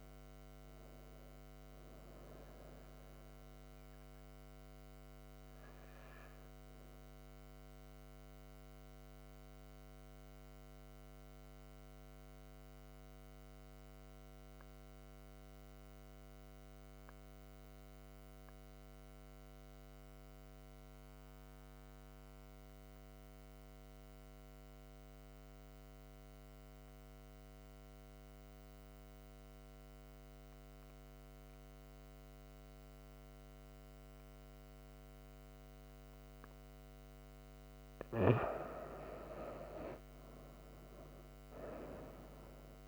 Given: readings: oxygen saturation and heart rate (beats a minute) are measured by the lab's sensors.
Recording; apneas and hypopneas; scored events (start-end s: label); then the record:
breathing in sleep by a microphone on the trachea; 1
0.00-11.00 s: oxygen desaturation (device-marked, oxygen 91% lowest)
7.00-36.50 s: mixed apnea (oxygen 96% before, 90% lowest)
27.00-42.88 s: oxygen desaturation (device-marked, oxygen 98% before, 90% lowest)
38.50-42.00 s: arousal
From the record:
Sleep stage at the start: N2 (light sleep); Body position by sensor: on the right side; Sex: female